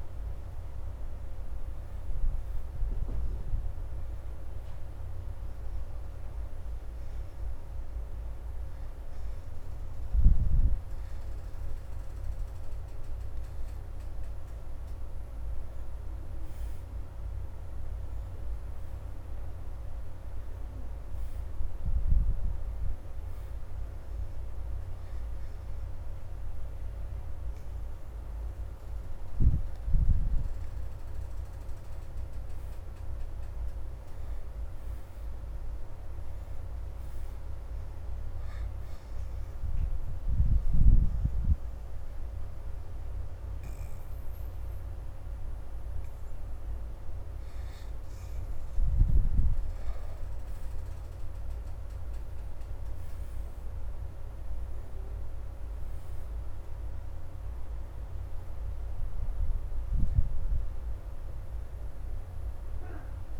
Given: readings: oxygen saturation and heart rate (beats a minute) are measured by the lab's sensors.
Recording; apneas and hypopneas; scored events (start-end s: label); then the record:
breathing in sleep, hard to hear, by a room microphone; 2
0.00-1.50 s: oxygen desaturation (device-marked, oxygen 82% lowest, heart rate 75 extreme)
1.50-5.00 s: arousal
3.50-17.50 s: oxygen desaturation (device-marked, oxygen 87% before, 81% lowest, heart rate 78 before, 75 extreme)
6.50-16.50 s: hypopnea (oxygen 90% before, 72% lowest, heart rate 78 before, 75 extreme, up 4 after)
19.00-22.50 s: arousal
21.50-63.40 s: new sleep stage, N2 (light sleep)
28.50-39.50 s: oxygen desaturation (device-marked, oxygen 85% before, 75% lowest, heart rate 78 before, 75 extreme)
38.50-49.50 s: obstructive apnea (oxygen 85% before, 71% lowest, heart rate 77 before, 72 extreme, up 2 after)
41.50-52.50 s: oxygen desaturation (device-marked, oxygen 86% before, 76% lowest, heart rate 78 before, 72 extreme)
52.50-57.00 s: arousal
57.50-63.40 s: oxygen desaturation (device-marked, oxygen 85% before, 72% lowest, heart rate 77 before, 72 extreme)
From the record:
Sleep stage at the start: N1 (lightest sleep); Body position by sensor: on the left side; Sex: female